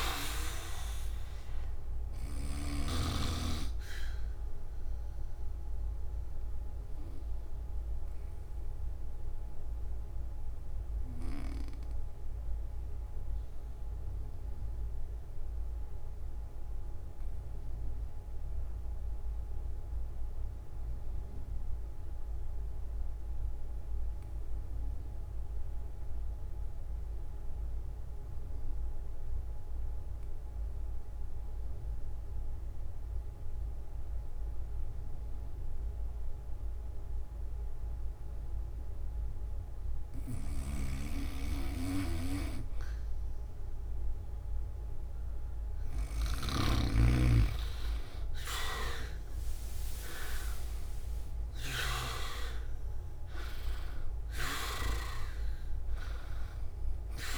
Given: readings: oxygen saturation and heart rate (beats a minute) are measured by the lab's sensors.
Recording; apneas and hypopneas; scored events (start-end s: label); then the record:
breathing in sleep by a room microphone; 1
0.00-21.00 s: oxygen desaturation (device-marked, oxygen 85% lowest)
3.50-45.50 s: obstructive apnea (oxygen 100% before, 82% lowest)
37.00-57.38 s: oxygen desaturation (device-marked, oxygen 99% before, 82% lowest)
40.00-46.50 s: snoring (device-marked)
From the record:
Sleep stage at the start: N2 (light sleep); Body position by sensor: on the back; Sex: male